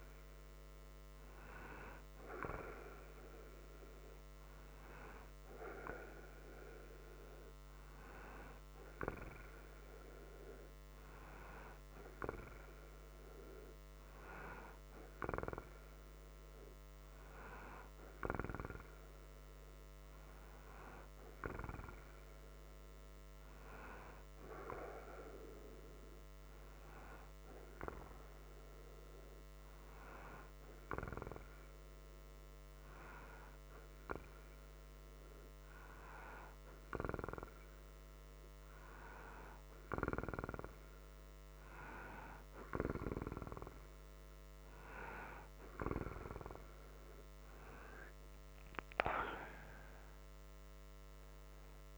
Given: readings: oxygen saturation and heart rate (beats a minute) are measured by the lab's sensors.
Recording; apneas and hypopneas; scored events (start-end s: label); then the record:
breathing in sleep by a microphone on the trachea; none
none scored
From the record:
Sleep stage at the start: N2 (light sleep); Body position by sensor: upright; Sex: male